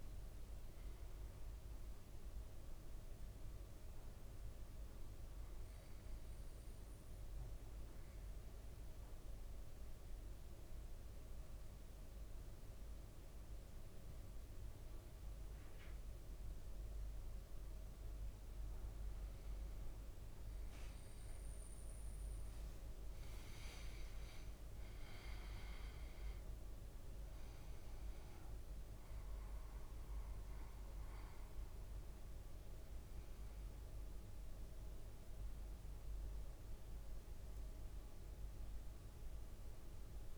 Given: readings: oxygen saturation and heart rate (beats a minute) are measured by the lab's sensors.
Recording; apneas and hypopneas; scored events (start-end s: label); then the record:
breathing in sleep, hard to hear, by a room microphone; 1
0.00-2.50 s: arousal
6.00-18.00 s: central apnea (oxygen 99% before, 94% lowest, heart rate 57 before, 56 extreme, up 5 after)
21.50-24.50 s: leg movement (device-marked)
23.50-29.00 s: arousal
From the record:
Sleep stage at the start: N2 (light sleep); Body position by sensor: on the back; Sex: male